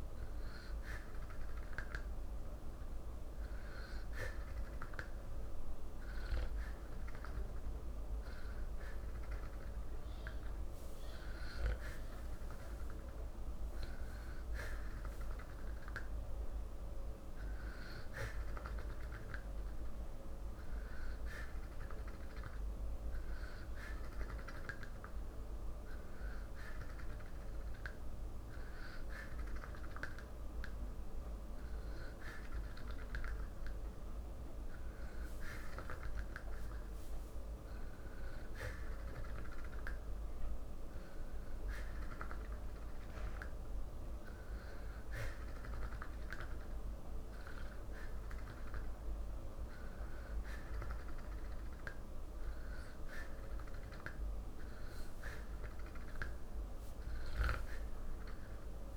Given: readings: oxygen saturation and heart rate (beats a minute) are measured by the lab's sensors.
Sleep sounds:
breathing in sleep by a room microphone; none
none scored
From the record:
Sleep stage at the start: N3 (deep sleep); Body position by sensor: on the back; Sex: male

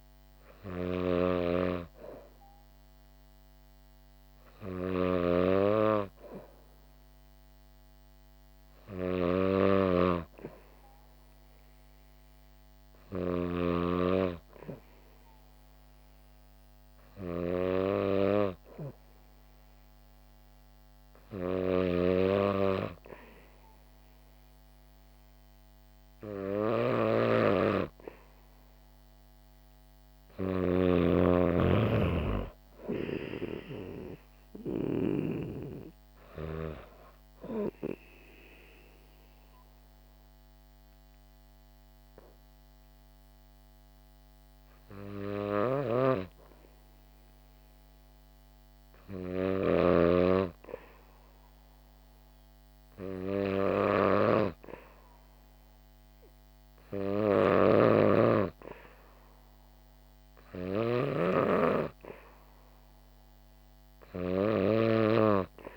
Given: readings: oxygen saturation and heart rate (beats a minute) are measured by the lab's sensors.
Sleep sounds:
breathing in sleep by a microphone on the trachea; 2
0.00-14.00 s: snoring (device-marked)
16.00-29.50 s: hypopnea (oxygen 96% before, 93% lowest, heart rate 65 before, 65 extreme, up 5 after)
31.50-34.50 s: arousal
40.00-61.50 s: hypopnea (oxygen 95% before, 92% lowest, heart rate 67 before, 65 extreme, up 3 after)
57.50-65.00 s: snoring (device-marked)
From the record:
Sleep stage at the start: N2 (light sleep); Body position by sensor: on the back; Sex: female

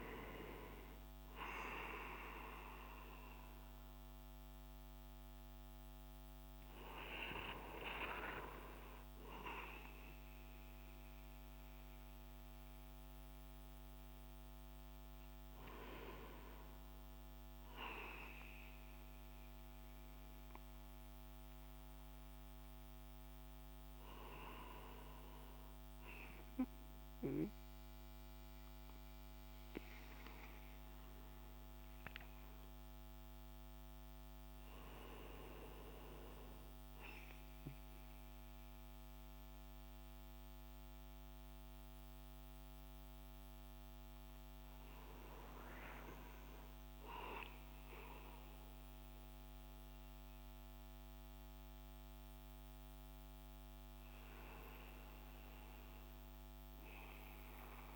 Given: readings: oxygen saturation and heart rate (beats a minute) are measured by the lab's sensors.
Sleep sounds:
breathing in sleep by a microphone on the trachea; none
40.50-57.96 s: new sleep stage, N2 (light sleep)
From the record:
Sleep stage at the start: N1 (lightest sleep); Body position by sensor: on the back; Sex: male

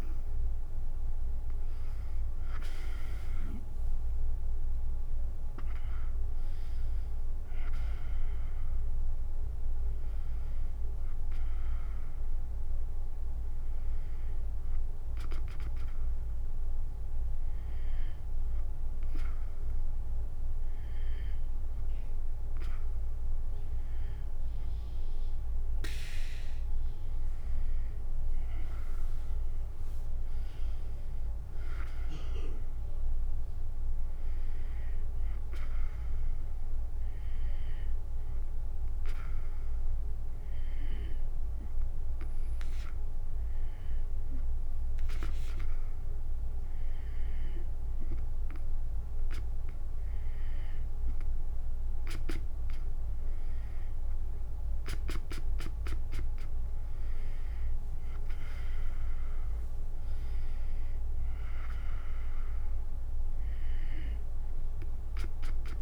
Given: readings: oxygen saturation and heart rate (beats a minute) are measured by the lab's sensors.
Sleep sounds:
breathing in sleep by a room microphone; 1
1.00-13.00 s: drop in pulse transit time (device-marked, heart rate 69 before, 73 extreme)
16.00-28.00 s: hypopnea (oxygen 95% before, 93% lowest, heart rate 75 before, 66 extreme, up 10 after)
30.50-34.00 s: arousal
33.00-45.00 s: oxygen desaturation (device-marked, oxygen 97% before, 93% lowest, heart rate 71 before, 62 extreme)
59.00-63.00 s: arousal
From the record:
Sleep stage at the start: N2 (light sleep); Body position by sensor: on the back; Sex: female

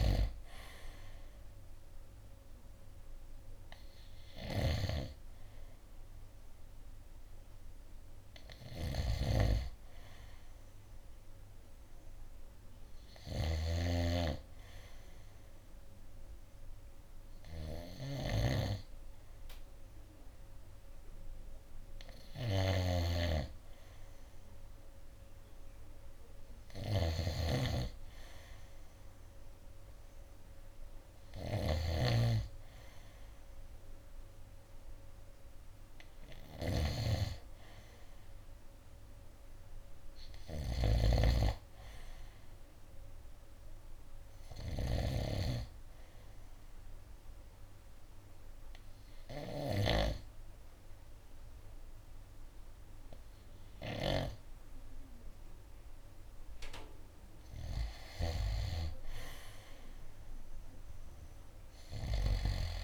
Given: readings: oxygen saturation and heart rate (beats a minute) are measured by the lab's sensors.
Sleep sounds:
breathing in sleep by a room microphone; 1
0.00-54.50 s: snoring (device-marked)
7.50-18.50 s: oxygen desaturation (device-marked, oxygen 94% before, 91% lowest, heart rate 68 before, 63 extreme)
47.00-58.00 s: hypopnea (oxygen 94% before, 89% lowest, heart rate 67 before, 64 extreme, up 10 after)
59.50-62.50 s: arousal
From the record:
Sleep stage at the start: N2 (light sleep); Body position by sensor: on the right side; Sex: male

